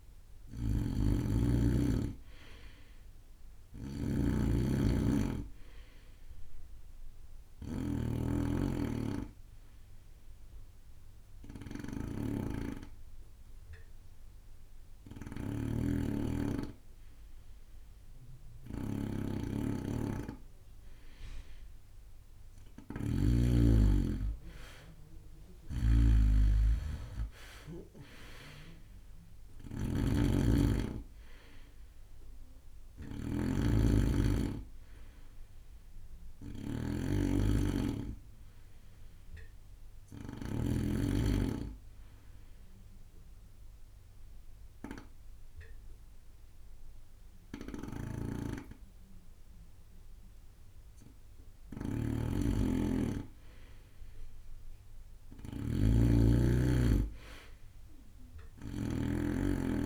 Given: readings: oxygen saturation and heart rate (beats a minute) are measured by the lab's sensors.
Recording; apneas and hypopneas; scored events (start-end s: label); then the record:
breathing in sleep by a room microphone; 2
0.00-17.50 s: bradycardia (device-marked)
0.00-23.50 s: snoring (device-marked)
9.00-19.50 s: hypopnea (oxygen 93% before, 90% lowest)
25.50-41.00 s: snoring (device-marked)
26.50-53.50 s: bradycardia (device-marked)
34.50-39.00 s: arousal
42.50-52.50 s: obstructive apnea (oxygen 97% before, 91% lowest)
47.50-59.86 s: snoring (device-marked)
55.00-59.50 s: arousal
From the record:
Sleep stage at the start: N2 (light sleep); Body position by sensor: on the right side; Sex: male